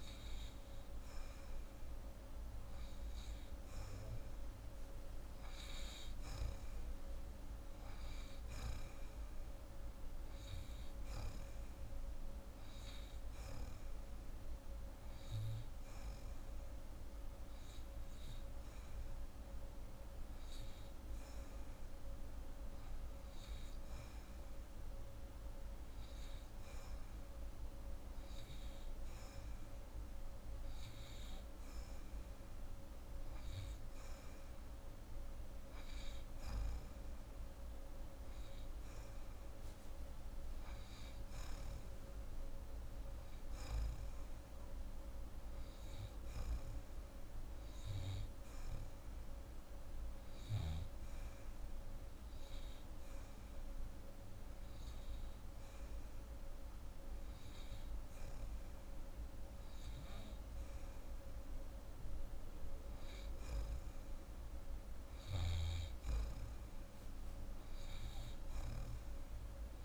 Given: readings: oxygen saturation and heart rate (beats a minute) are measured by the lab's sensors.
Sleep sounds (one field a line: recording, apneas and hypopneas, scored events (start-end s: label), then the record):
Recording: breathing in sleep, hard to hear, by a room microphone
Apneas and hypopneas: 1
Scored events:
48.50-58.50 s: hypopnea (oxygen 90% before, 86% lowest, heart rate 77 before, 39 extreme, up 0 after)
61.00-65.50 s: arousal
From the record:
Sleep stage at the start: N2 (light sleep)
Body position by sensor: on the right side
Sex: female